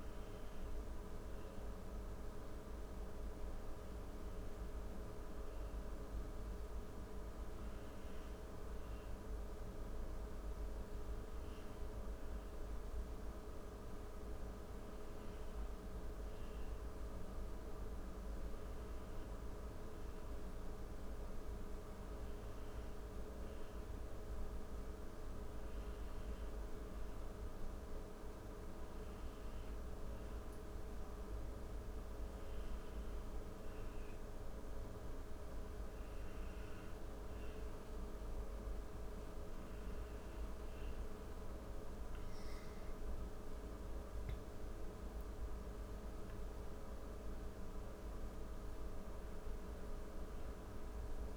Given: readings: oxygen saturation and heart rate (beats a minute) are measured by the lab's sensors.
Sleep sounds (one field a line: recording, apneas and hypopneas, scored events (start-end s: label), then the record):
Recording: breathing in sleep, hard to hear, by a room microphone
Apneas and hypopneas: none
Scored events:
40.00-45.00 s: arousal
From the record:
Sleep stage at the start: N1 (lightest sleep)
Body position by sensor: on the back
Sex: female